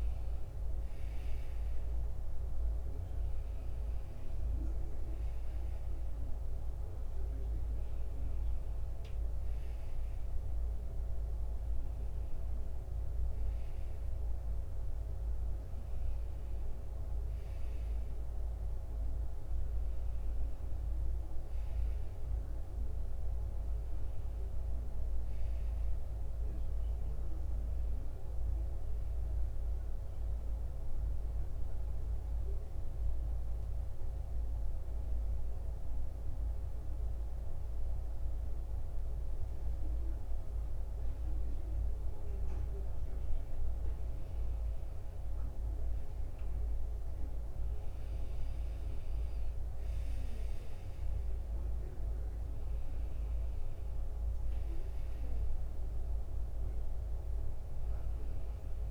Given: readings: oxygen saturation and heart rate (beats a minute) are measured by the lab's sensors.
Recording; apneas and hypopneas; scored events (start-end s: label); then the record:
breathing in sleep, hard to hear, by a room microphone; 1
0.00-21.00 s: oxygen desaturation (device-marked, oxygen 89% lowest, heart rate 71 extreme)
32.00-42.00 s: obstructive apnea (oxygen 95% before, 89% lowest, heart rate 80 before, 71 extreme, up 8 after)
44.00-47.00 s: arousal
51.00-58.91 s: oxygen desaturation (device-marked, oxygen 94% before, 89% lowest, heart rate 75 before, 72 extreme)
From the record:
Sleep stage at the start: N1 (lightest sleep); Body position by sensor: on the back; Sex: male